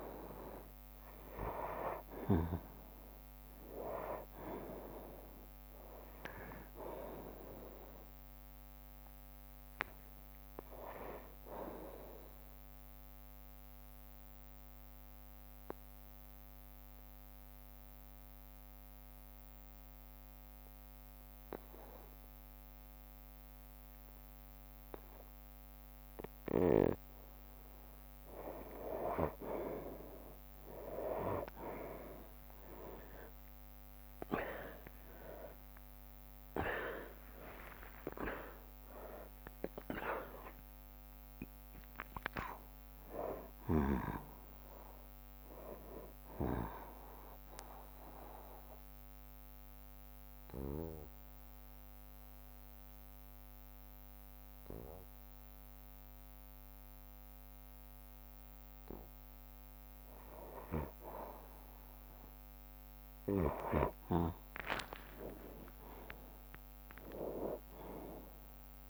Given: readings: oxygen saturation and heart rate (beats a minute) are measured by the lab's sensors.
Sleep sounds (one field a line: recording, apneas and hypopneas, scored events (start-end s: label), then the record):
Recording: breathing in sleep by a microphone on the trachea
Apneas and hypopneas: 2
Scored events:
0.00-2.50 s: arousal
0.00-15.00 s: drop in pulse transit time (device-marked, heart rate 58 before, 62 extreme)
8.00-10.00 s: long interval between heartbeats (device-marked, heart rate 61 before, 68 extreme)
13.00-27.00 s: obstructive apnea (oxygen 98% before, 91% lowest, heart rate 64 before, 59 extreme, up 30 after)
18.00-24.00 s: oxygen desaturation (device-marked, oxygen 96% before, 92% lowest, heart rate 66 before, 59 extreme)
30.50-36.00 s: arousal
32.00-34.00 s: long interval between heartbeats (device-marked, heart rate 63 before, 75 extreme)
34.50-36.50 s: long interval between heartbeats (device-marked, heart rate 64 before, 87 extreme)
35.00-49.00 s: drop in pulse transit time (device-marked, heart rate 65 before, 73 extreme)
36.00-42.00 s: oxygen desaturation (device-marked, oxygen 96% before, 93% lowest, heart rate 66 before, 58 extreme)
37.50-39.50 s: long interval between heartbeats (device-marked, heart rate 67 before, 100 extreme)
47.00-58.50 s: obstructive apnea (oxygen 96% before, 91% lowest, heart rate 83 before, 58 extreme, up 10 after)
53.00-61.00 s: bradycardia (device-marked, heart rate 64 before, 58 extreme)
64.00-68.50 s: arousal
64.50-66.50 s: long interval between heartbeats (device-marked, heart rate 65 before, 67 extreme)
66.00-68.89 s: drop in pulse transit time (device-marked, heart rate 64 before, 68 extreme)
From the record:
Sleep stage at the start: N2 (light sleep)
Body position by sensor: on the right side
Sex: male